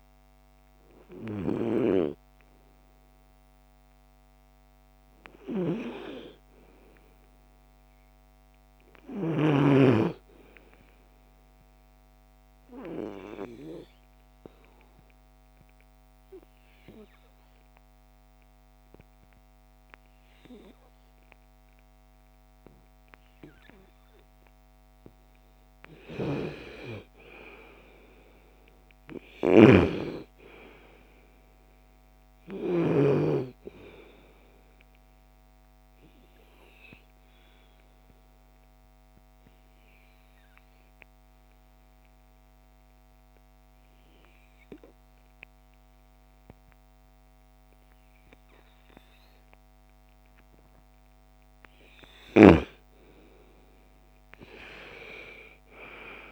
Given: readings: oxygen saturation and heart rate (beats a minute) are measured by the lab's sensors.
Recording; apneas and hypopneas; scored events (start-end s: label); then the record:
a person partly awake in a sleep study, by a microphone on the trachea; 2
3.50-56.32 s: new sleep stage, N2 (light sleep)
11.50-23.00 s: obstructive apnea (oxygen 98% before, 90% lowest, heart rate 61 before, 52 extreme, up 6 after)
25.00-29.00 s: arousal
28.50-32.50 s: snoring (device-marked)
31.50-46.50 s: oxygen desaturation (device-marked, oxygen 95% before, 90% lowest, heart rate 60 before, 48 extreme)
34.50-50.50 s: obstructive apnea (oxygen 98% before, 88% lowest, heart rate 61 before, 48 extreme, up 1 after)
51.50-56.00 s: arousal
From the record:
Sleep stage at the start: awake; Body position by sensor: on the right side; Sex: female